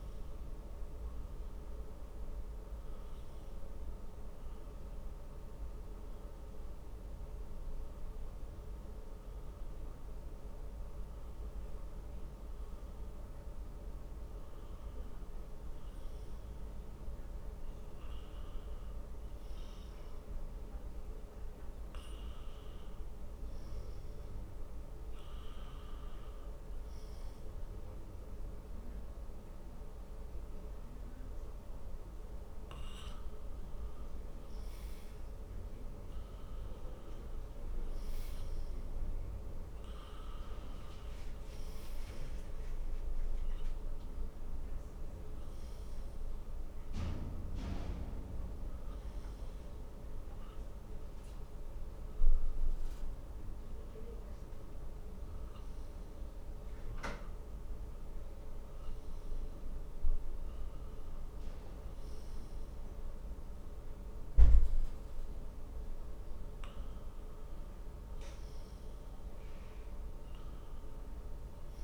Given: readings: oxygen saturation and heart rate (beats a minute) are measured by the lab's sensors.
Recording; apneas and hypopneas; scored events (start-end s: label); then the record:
breathing in sleep, hard to hear, by a room microphone; 1
0.00-2.50 s: arousal
5.00-17.00 s: obstructive apnea (oxygen 96% before, 93% lowest, heart rate 63 before, 55 extreme, up 0 after)
19.50-23.00 s: arousal
53.00-58.00 s: arousal
From the record:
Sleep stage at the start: N2 (light sleep); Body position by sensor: on the back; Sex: male